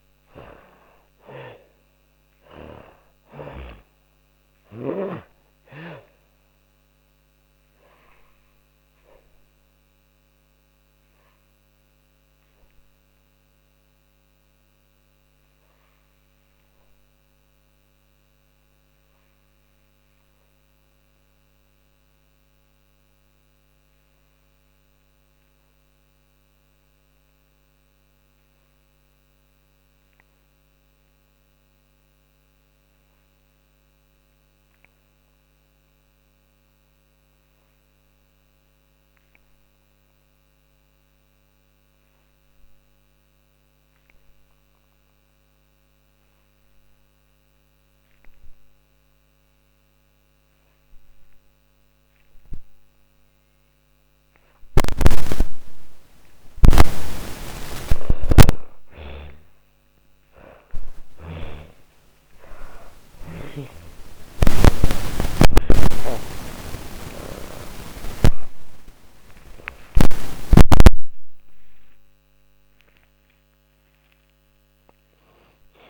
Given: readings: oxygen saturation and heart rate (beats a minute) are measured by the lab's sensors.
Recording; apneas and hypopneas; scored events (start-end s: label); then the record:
breathing in sleep by a microphone on the trachea; 1
0.00-2.00 s: arousal
0.00-24.50 s: oxygen desaturation (device-marked, oxygen 79% lowest, heart rate 38 extreme)
7.50-54.00 s: obstructive apnea (oxygen 99% before, 74% lowest, heart rate 74 before, 39 extreme, up 49 after)
43.50-75.90 s: oxygen desaturation (device-marked, oxygen 97% before, 74% lowest, heart rate 58 before, 56 extreme)
56.00-59.50 s: snoring (device-marked)
68.00-74.00 s: arousal
From the record:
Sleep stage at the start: N2 (light sleep); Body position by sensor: on the back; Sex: female